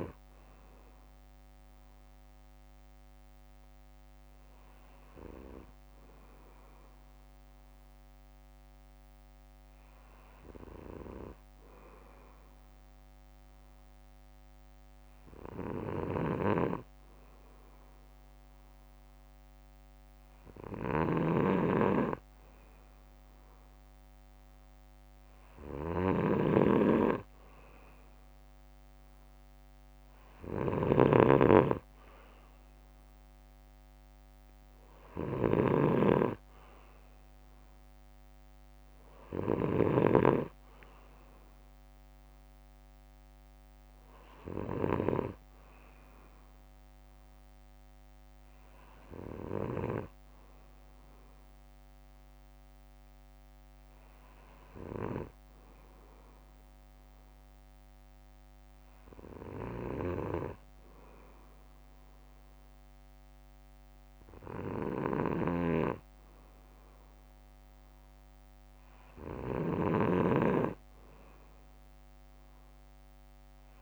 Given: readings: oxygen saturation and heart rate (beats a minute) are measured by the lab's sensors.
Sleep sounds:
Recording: breathing in sleep by a microphone on the trachea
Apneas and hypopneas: none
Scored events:
0.00-10.00 s: oxygen desaturation (device-marked, oxygen 93% lowest, heart rate 55 extreme)
1.00-3.00 s: bradycardia (device-marked, heart rate 63 before, 59 extreme)
20.50-40.00 s: snoring (device-marked)
52.00-54.00 s: bradycardia (device-marked, heart rate 63 before, 60 extreme)
65.00-73.82 s: snoring (device-marked)
From the record:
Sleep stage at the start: N2 (light sleep)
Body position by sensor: on the back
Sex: male

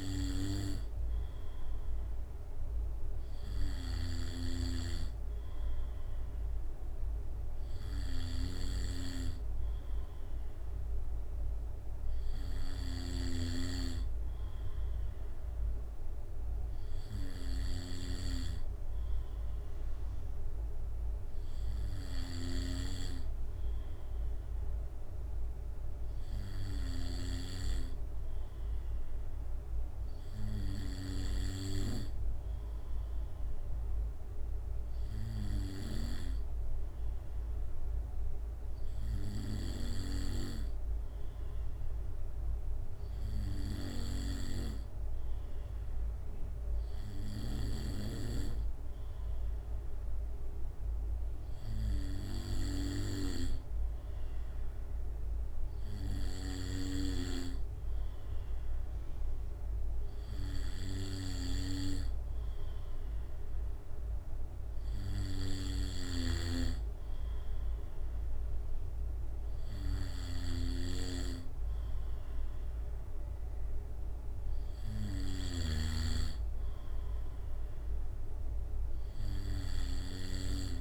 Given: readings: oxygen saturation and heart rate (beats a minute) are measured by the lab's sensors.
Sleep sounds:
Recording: breathing in sleep by a room microphone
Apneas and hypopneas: 1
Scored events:
24.00-28.50 s: arousal
36.00-56.00 s: obstructive apnea (oxygen 95% before, 94% lowest, heart rate 69 before, 67 extreme, up 1 after)
61.50-66.00 s: arousal
From the record:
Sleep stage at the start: N2 (light sleep)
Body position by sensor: on the back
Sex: male

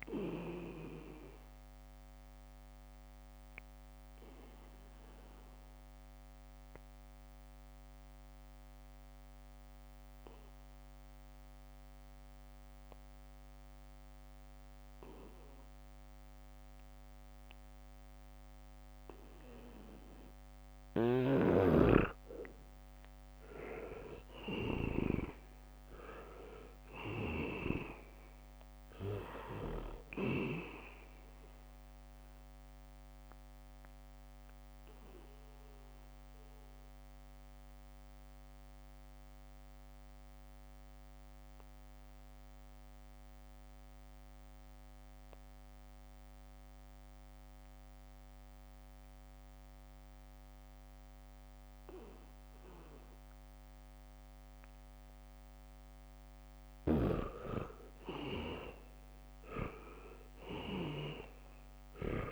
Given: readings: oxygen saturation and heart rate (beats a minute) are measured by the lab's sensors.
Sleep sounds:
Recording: breathing in sleep by a microphone on the trachea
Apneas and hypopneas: 2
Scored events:
0.00-14.00 s: oxygen desaturation (device-marked, oxygen 82% lowest, heart rate 72 extreme)
3.00-21.00 s: obstructive apnea (oxygen 98% before, 80% lowest, heart rate 75 before, 72 extreme, up 2 after)
7.00-9.50 s: leg movement (device-marked)
21.00-46.00 s: oxygen desaturation (device-marked, oxygen 98% before, 82% lowest, heart rate 75 before, 71 extreme)
21.50-25.50 s: snoring (device-marked)
24.00-27.50 s: arousal
36.50-53.50 s: obstructive apnea (oxygen 98% before, 80% lowest, heart rate 75 before, 71 extreme)
53.00-62.32 s: oxygen desaturation (device-marked, oxygen 99% before, 80% lowest, heart rate 77 before, 71 extreme)
55.50-59.00 s: arousal
From the record:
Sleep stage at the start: N2 (light sleep)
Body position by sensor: on the back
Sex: male

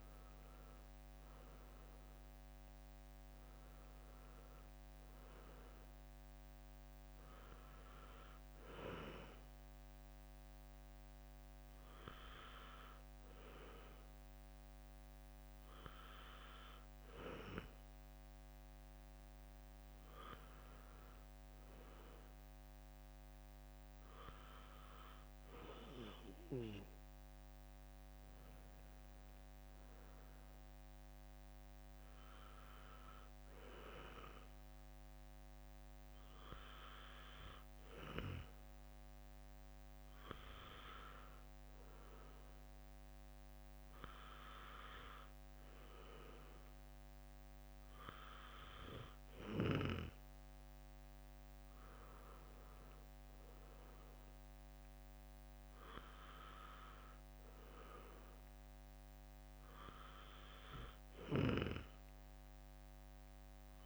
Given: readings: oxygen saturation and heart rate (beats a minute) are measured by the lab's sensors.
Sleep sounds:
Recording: breathing in sleep by a microphone on the trachea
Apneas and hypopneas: none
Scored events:
none scored
From the record:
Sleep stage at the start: N2 (light sleep)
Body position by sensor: on the back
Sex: male

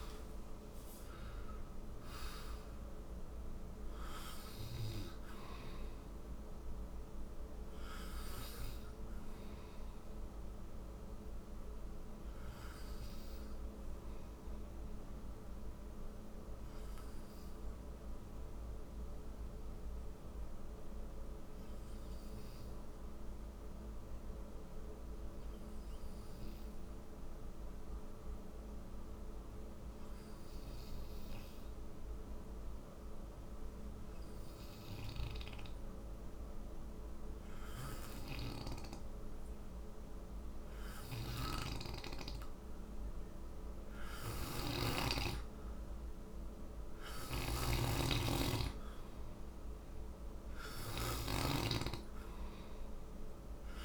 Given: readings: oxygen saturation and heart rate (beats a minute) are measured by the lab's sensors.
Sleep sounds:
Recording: breathing in sleep by a room microphone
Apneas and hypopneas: none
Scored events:
0.00-1.00 s: arousal
0.00-23.00 s: oxygen desaturation (device-marked, oxygen 90% lowest, heart rate 57 extreme)
40.00-53.85 s: oxygen desaturation (device-marked, oxygen 97% before, 91% lowest, heart rate 62 before, 58 extreme)
40.50-44.50 s: snoring (device-marked)
46.50-53.85 s: snoring (device-marked)
From the record:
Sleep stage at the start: N2 (light sleep)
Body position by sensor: on the right side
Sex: male

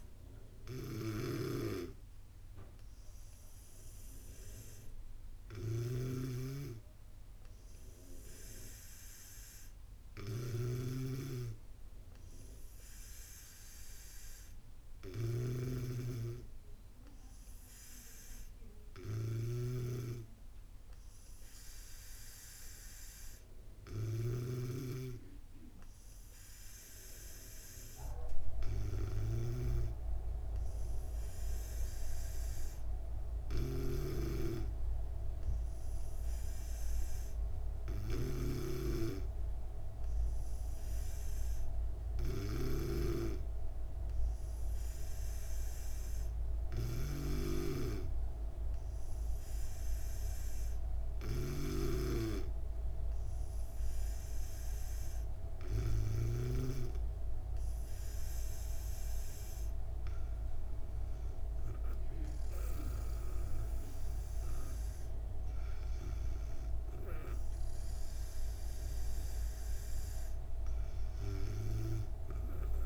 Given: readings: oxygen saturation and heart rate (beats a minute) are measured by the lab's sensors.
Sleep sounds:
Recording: breathing in sleep by a room microphone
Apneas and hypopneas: none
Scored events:
5.50-24.50 s: snoring (device-marked)
33.50-43.00 s: snoring (device-marked)
51.00-56.50 s: snoring (device-marked)
From the record:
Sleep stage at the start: N2 (light sleep)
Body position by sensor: on the back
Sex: female

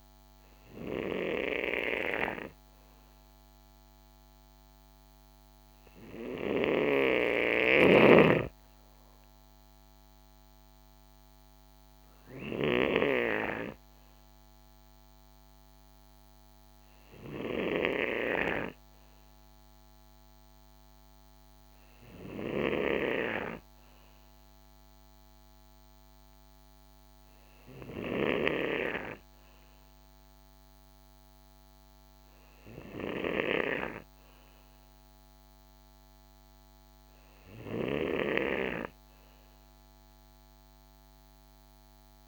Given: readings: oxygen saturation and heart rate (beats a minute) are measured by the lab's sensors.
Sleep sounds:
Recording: breathing in sleep by a microphone on the trachea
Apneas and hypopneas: none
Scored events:
none scored
From the record:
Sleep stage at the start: N3 (deep sleep)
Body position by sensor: on the right side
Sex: male

